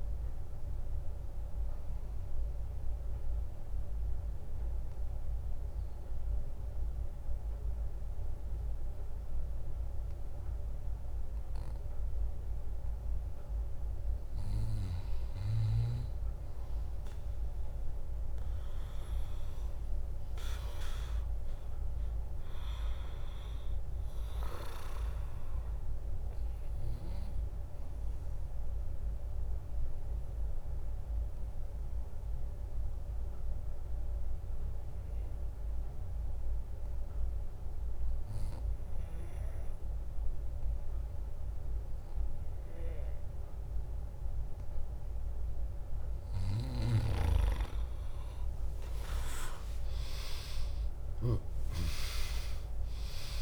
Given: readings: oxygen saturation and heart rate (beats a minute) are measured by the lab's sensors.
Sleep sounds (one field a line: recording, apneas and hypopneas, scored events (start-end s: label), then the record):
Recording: breathing in sleep by a room microphone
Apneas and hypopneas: 2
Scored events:
0.00-6.00 s: drop in pulse transit time (device-marked, heart rate 62 extreme)
0.00-10.00 s: oxygen desaturation (device-marked, oxygen 96% lowest, heart rate 58 extreme)
0.50-14.00 s: obstructive apnea (oxygen 100% before, 95% lowest, heart rate 69 before, 58 extreme)
13.00-16.00 s: bradycardia (device-marked, heart rate 75 before, 58 extreme)
14.50-18.00 s: arousal
25.50-46.50 s: obstructive apnea (oxygen 100% before, 95% lowest, heart rate 68 before, 59 extreme, up 2 after)
32.00-42.00 s: drop in pulse transit time (device-marked, heart rate 62 before, 69 extreme)
44.00-46.00 s: bradycardia (device-marked, heart rate 74 before, 66 extreme)
49.00-53.42 s: arousal
From the record:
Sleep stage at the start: N2 (light sleep)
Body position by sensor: on the back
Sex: female